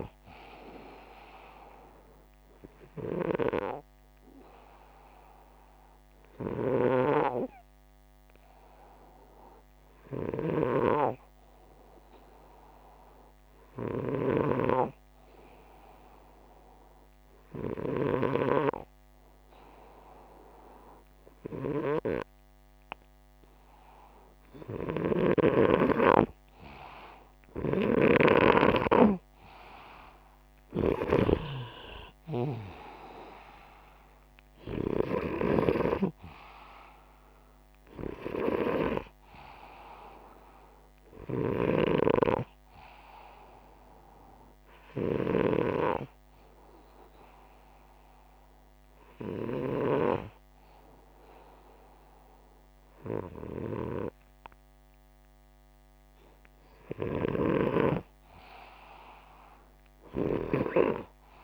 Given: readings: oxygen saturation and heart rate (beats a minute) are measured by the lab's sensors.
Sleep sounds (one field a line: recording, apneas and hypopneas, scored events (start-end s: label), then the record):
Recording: breathing in sleep by a microphone on the trachea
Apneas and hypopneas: 2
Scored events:
4.00-22.50 s: hypopnea (oxygen 94% before, 93% lowest, heart rate 64 before, 59 extreme, up 7 after)
23.50-44.50 s: oxygen desaturation (device-marked, oxygen 97% before, 93% lowest, heart rate 61 before, 36 extreme)
27.50-32.50 s: arousal
44.00-56.00 s: hypopnea (oxygen 97% before, 93% lowest, heart rate 65 before, 36 extreme, up 7 after)
58.50-61.44 s: arousal
From the record:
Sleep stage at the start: N2 (light sleep)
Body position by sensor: upright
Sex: male